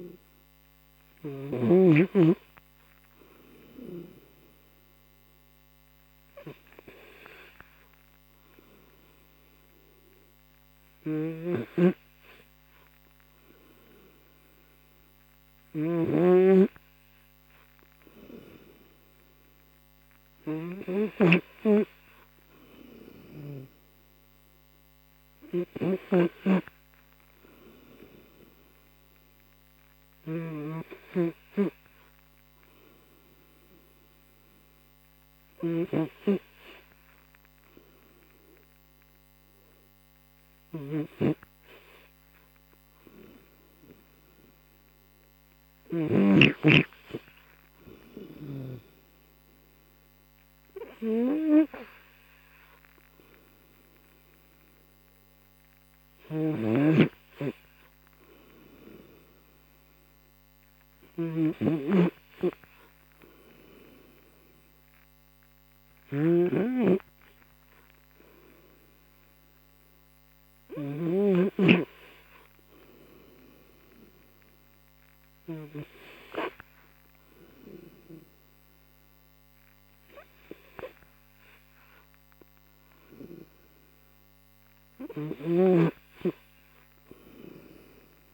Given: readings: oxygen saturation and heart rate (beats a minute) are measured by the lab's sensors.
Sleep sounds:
breathing in sleep by a microphone on the trachea; 1
0.00-2.00 s: snoring (device-marked)
11.50-26.50 s: snoring (device-marked)
32.00-43.50 s: hypopnea (oxygen 93% before, 90% lowest, heart rate 72 before, 37 extreme, up 49 after)
35.50-46.50 s: snoring (device-marked)
46.50-50.00 s: arousal
56.50-71.50 s: snoring (device-marked)
From the record:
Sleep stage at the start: N3 (deep sleep); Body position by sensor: on the right side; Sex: male

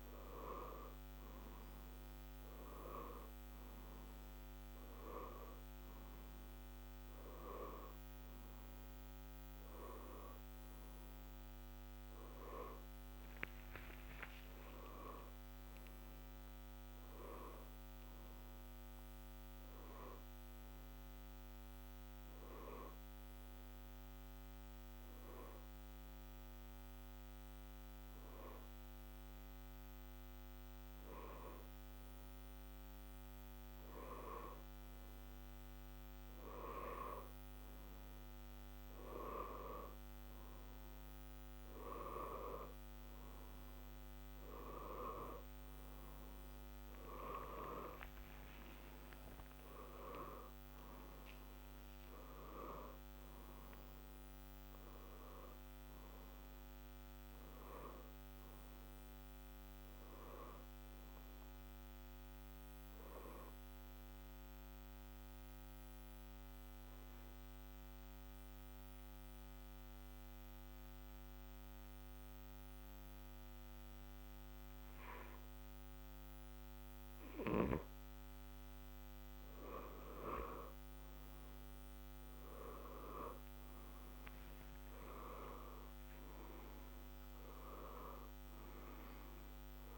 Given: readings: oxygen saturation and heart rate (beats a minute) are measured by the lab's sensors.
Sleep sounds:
breathing in sleep by a microphone on the trachea; 2
13.50-18.50 s: arousal
23.00-34.00 s: obstructive apnea (oxygen 90% before, 88% lowest, heart rate 71 before, 63 extreme, up 0 after)
45.50-49.00 s: arousal
48.50-67.50 s: oxygen desaturation (device-marked, oxygen 92% before, 88% lowest, heart rate 65 before, 62 extreme)
63.50-79.50 s: obstructive apnea (oxygen 92% before, 87% lowest, heart rate 69 before, 62 extreme, up 1 after)
83.50-89.00 s: arousal
From the record:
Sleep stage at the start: N1 (lightest sleep); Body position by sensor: on the back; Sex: male

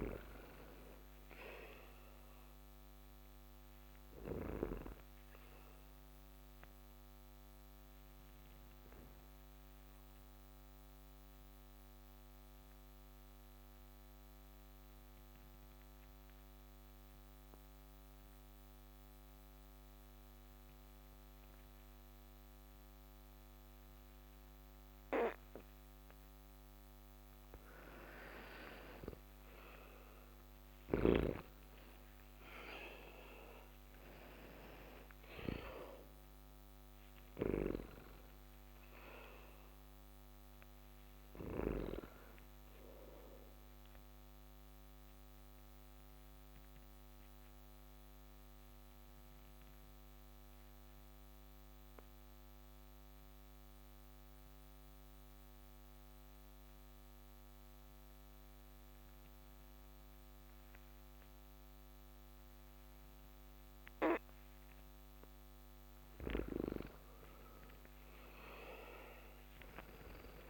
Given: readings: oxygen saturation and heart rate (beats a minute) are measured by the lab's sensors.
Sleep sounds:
breathing in sleep by a microphone on the trachea; 2
0.00-4.50 s: snoring (device-marked)
0.00-22.50 s: oxygen desaturation (device-marked, oxygen 86% lowest)
8.00-26.50 s: obstructive apnea (oxygen 97% before, 86% lowest)
28.50-31.50 s: arousal
30.50-35.50 s: snoring (device-marked)
36.50-56.50 s: oxygen desaturation (device-marked, oxygen 97% before, 88% lowest)
43.50-65.00 s: obstructive apnea (oxygen 98% before, 85% lowest)
67.50-70.49 s: arousal
From the record:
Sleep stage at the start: N2 (light sleep); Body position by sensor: on the back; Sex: male

